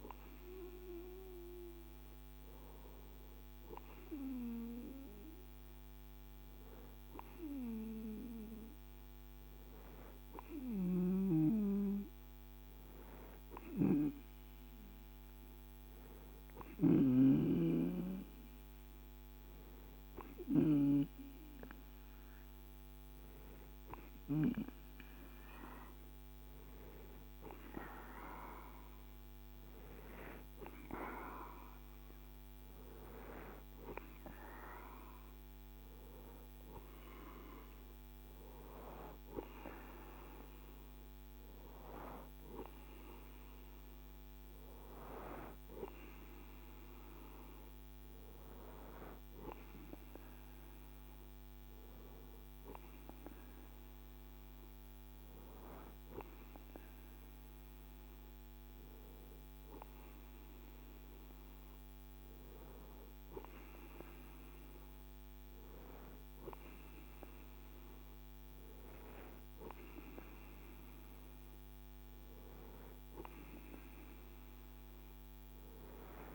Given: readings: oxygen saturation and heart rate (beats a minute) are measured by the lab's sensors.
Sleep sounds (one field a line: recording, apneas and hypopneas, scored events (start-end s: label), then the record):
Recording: breathing in sleep by a microphone on the trachea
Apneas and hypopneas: none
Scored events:
16.00-20.00 s: snoring (device-marked)
From the record:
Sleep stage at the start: N2 (light sleep)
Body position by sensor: on the right side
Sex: male